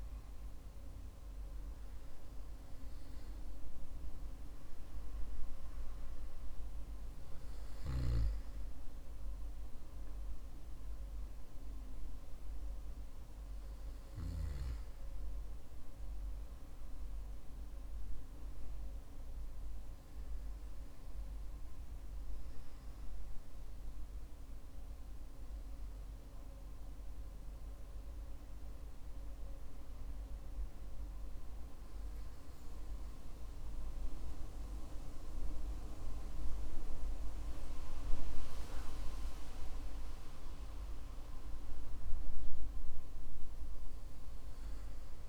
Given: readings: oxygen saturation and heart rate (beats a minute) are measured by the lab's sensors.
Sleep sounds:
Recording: breathing in sleep by a room microphone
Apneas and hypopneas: none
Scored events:
none scored
From the record:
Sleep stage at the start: N2 (light sleep)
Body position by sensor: on the back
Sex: male

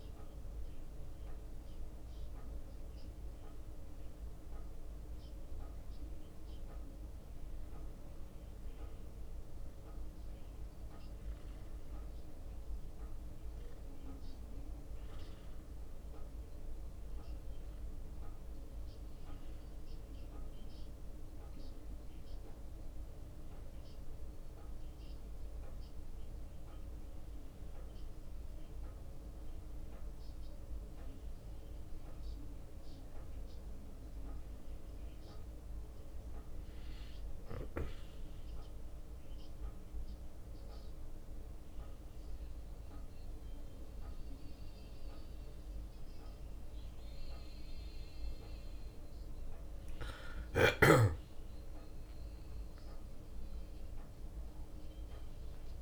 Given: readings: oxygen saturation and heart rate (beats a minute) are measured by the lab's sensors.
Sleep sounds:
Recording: a person awake in a sleep study, hard to hear, by a room microphone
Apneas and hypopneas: none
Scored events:
15.00-17.00 s: bradycardia (device-marked, heart rate 61 before, 60 extreme)
37.50-42.50 s: arousal
From the record:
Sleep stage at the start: awake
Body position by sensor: on the back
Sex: male

